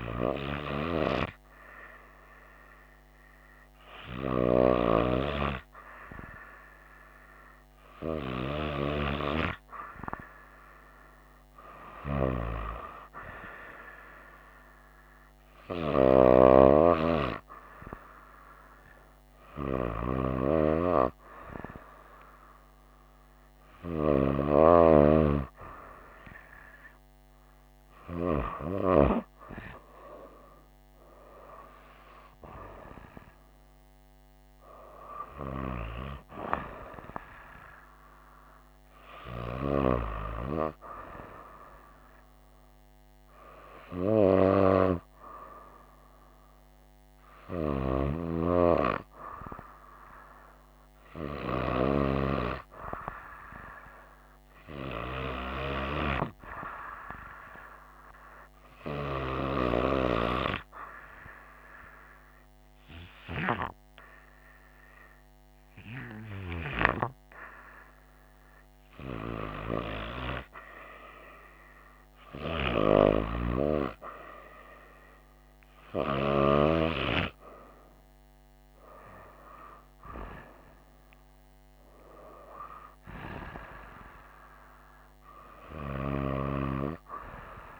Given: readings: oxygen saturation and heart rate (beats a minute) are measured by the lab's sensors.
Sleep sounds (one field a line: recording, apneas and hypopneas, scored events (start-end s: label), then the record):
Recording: breathing in sleep by a microphone on the trachea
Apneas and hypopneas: 1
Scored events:
57.00-67.50 s: hypopnea (oxygen 96% before, 94% lowest, heart rate 66 before, 63 extreme, up 1 after)
70.00-73.50 s: arousal
From the record:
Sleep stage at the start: N2 (light sleep)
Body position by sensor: on the right side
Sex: female